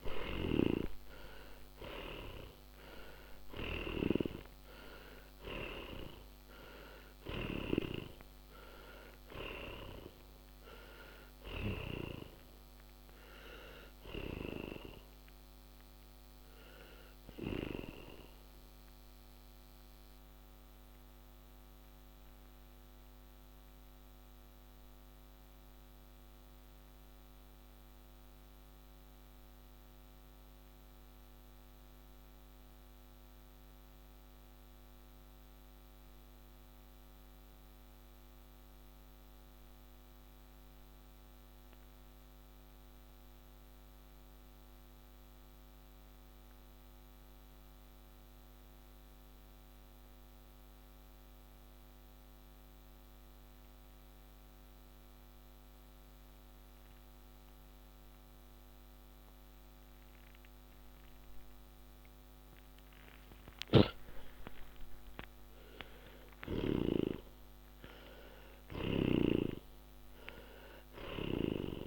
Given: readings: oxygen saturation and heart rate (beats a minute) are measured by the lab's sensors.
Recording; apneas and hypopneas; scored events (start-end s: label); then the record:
breathing in sleep by a microphone on the trachea; 1
0.00-3.50 s: snoring (device-marked)
0.00-50.00 s: oxygen desaturation (device-marked, oxygen 76% lowest)
11.00-17.00 s: snoring (device-marked)
19.00-62.50 s: mixed apnea (oxygen 94% before, 76% lowest)
62.50-66.00 s: snoring (device-marked)
63.50-69.00 s: arousal
From the record:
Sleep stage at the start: N2 (light sleep); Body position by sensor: on the back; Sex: male